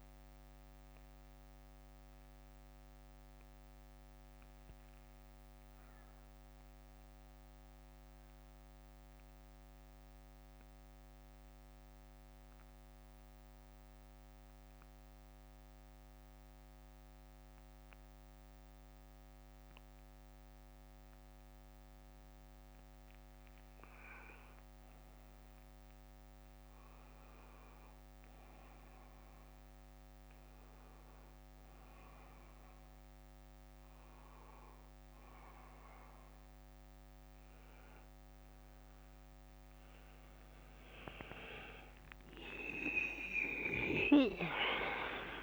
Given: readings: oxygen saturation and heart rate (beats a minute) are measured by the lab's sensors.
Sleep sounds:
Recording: breathing in sleep by a microphone on the trachea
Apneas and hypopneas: 1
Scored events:
0.00-11.00 s: oxygen desaturation (device-marked, oxygen 92% lowest, heart rate 48 extreme)
0.00-23.00 s: bradycardia (device-marked, heart rate 48 extreme)
7.50-23.00 s: central apnea (oxygen 97% before, 94% lowest, heart rate 62 before, 52 extreme, up 15 after)
26.00-29.00 s: arousal
32.00-45.43 s: oxygen desaturation (device-marked, oxygen 99% before, 94% lowest, heart rate 58 before, 48 extreme)
43.00-45.43 s: arousal
From the record:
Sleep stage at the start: N1 (lightest sleep)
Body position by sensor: on the back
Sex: male

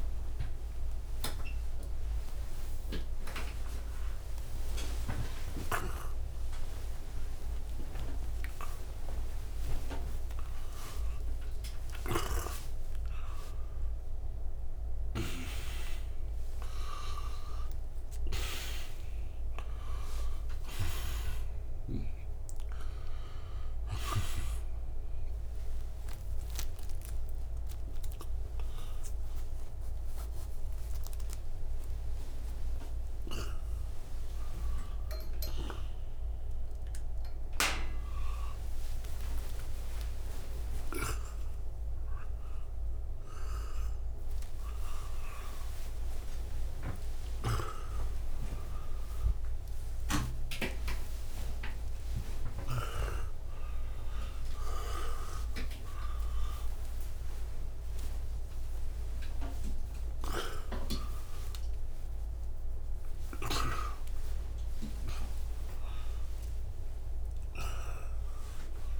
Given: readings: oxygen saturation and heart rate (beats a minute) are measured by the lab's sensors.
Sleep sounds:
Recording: a person awake in a sleep study, by a room microphone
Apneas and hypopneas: none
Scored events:
11.50-24.00 s: snoring (device-marked)
23.50-34.50 s: oxygen desaturation (device-marked, oxygen 97% before, 90% lowest, heart rate 116 before, 99 extreme)
46.50-52.50 s: snoring (device-marked)
59.50-69.00 s: oxygen desaturation (device-marked, oxygen 98% before, 93% lowest, heart rate 138 before, 45 extreme)
From the record:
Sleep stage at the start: awake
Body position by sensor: on the right side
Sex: male

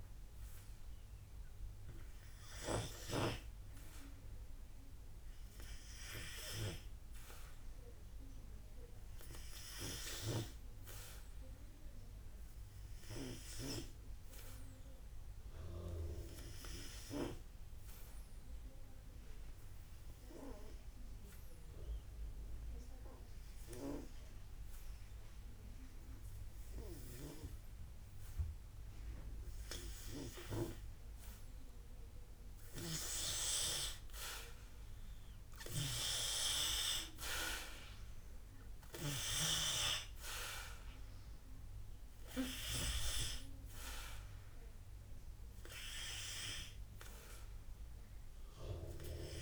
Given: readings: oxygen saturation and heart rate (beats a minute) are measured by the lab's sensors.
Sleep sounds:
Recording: breathing in sleep by a room microphone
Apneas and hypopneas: none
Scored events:
9.50-21.50 s: oxygen desaturation (device-marked, oxygen 94% before, 91% lowest, heart rate 59 before, 56 extreme)
35.50-49.42 s: oxygen desaturation (device-marked, oxygen 93% before, 88% lowest, heart rate 61 before, 53 extreme)
From the record:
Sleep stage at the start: N2 (light sleep)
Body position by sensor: on the back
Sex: male

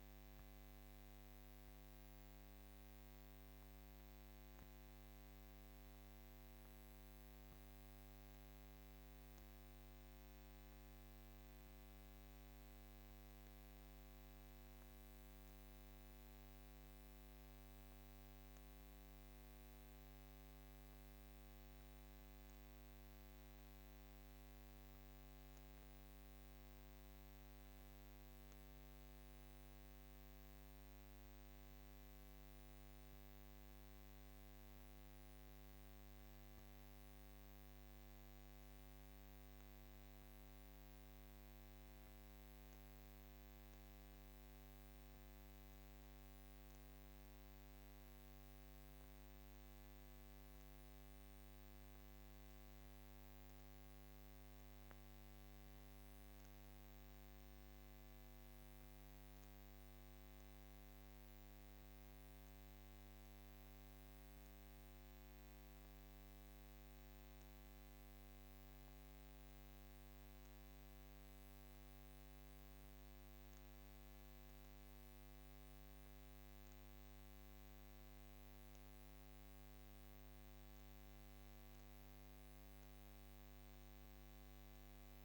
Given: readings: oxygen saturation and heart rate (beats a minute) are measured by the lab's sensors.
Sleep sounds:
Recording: breathing in sleep, hard to hear, by a microphone on the trachea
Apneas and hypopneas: none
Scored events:
none scored
From the record:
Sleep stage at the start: N2 (light sleep)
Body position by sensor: on the back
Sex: female

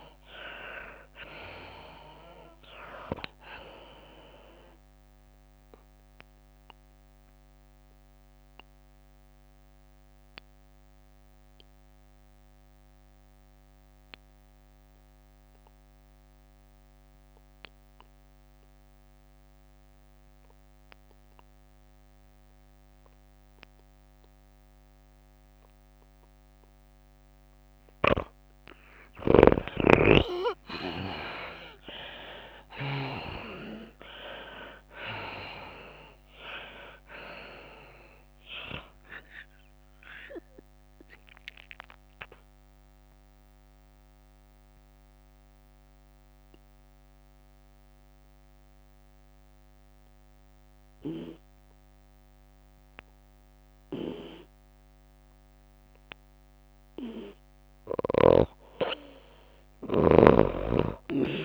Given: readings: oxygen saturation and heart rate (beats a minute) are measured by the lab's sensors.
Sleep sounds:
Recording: breathing in sleep by a microphone on the trachea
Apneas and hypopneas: 2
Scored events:
0.00-12.50 s: tachycardia (device-marked, heart rate 107 extreme)
0.00-13.50 s: drop in pulse transit time (device-marked, heart rate 102 extreme)
0.00-19.50 s: oxygen desaturation (device-marked, oxygen 83% lowest, heart rate 97 extreme)
7.00-29.00 s: obstructive apnea (oxygen 98% before, 80% lowest, heart rate 104 before, 97 extreme, up 37 after)
26.50-54.50 s: oxygen desaturation (device-marked, oxygen 97% before, 80% lowest, heart rate 101 before, 96 extreme)
27.50-50.50 s: tachycardia (device-marked, heart rate 96 before, 134 extreme)
31.00-33.00 s: long interval between heartbeats (device-marked, heart rate 99 before, 110 extreme)
31.50-35.00 s: arousal
32.50-52.50 s: drop in pulse transit time (device-marked, heart rate 100 before, 101 extreme)
36.50-38.50 s: long interval between heartbeats (device-marked, heart rate 105 before, 126 extreme)
38.50-40.50 s: long interval between heartbeats (device-marked, heart rate 108 before, 127 extreme)
40.00-57.00 s: mixed apnea (oxygen 97% before, 79% lowest, heart rate 109 before, 96 extreme, up 3 after)
45.00-47.00 s: long interval between heartbeats (device-marked, heart rate 116 before, 118 extreme)
59.50-61.45 s: tachycardia (device-marked, heart rate 97 before, 107 extreme)
From the record:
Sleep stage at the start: N2 (light sleep)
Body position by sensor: on the left side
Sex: female

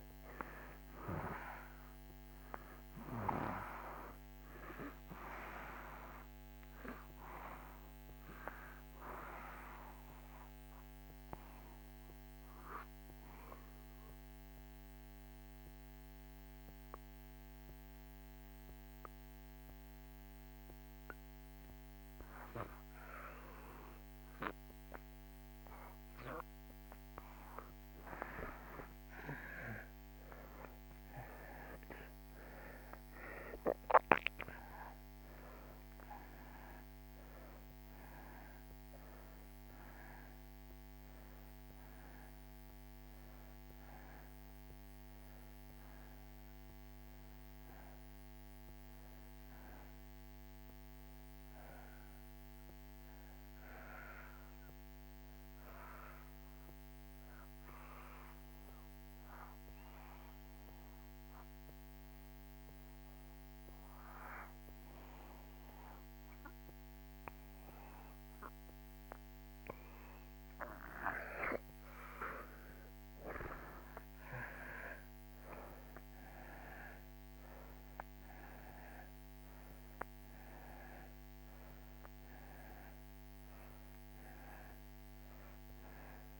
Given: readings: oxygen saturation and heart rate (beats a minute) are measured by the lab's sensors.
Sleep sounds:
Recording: breathing in sleep by a microphone on the trachea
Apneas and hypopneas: 2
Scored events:
0.00-21.00 s: oxygen desaturation (device-marked, oxygen 84% lowest)
10.50-26.00 s: obstructive apnea (oxygen 96% before, 80% lowest)
28.50-33.00 s: arousal
31.00-62.00 s: oxygen desaturation (device-marked, oxygen 93% before, 80% lowest)
54.50-70.50 s: obstructive apnea (oxygen 93% before, 82% lowest)
73.00-78.50 s: arousal
78.00-86.40 s: oxygen desaturation (device-marked, oxygen 96% before, 82% lowest)
From the record:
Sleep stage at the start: N1 (lightest sleep)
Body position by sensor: on the back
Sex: male

